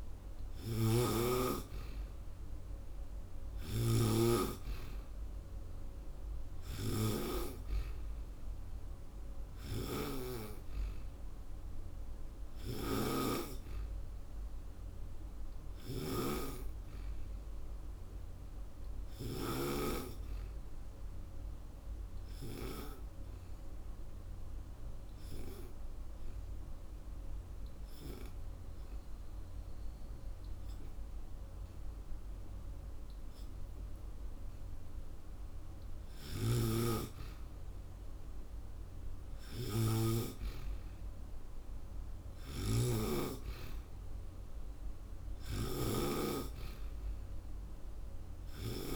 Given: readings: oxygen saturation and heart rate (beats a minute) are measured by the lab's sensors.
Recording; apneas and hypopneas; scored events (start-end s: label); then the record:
breathing in sleep by a room microphone; 1
0.00-1.00 s: snoring (device-marked)
0.00-22.00 s: oxygen desaturation (device-marked, oxygen 95% before, 91% lowest)
12.50-19.50 s: snoring (device-marked)
16.00-34.50 s: hypopnea (oxygen 95% before, 91% lowest)
36.00-39.00 s: arousal
36.00-45.50 s: snoring (device-marked)
From the record:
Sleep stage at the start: N2 (light sleep); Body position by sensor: on the back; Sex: female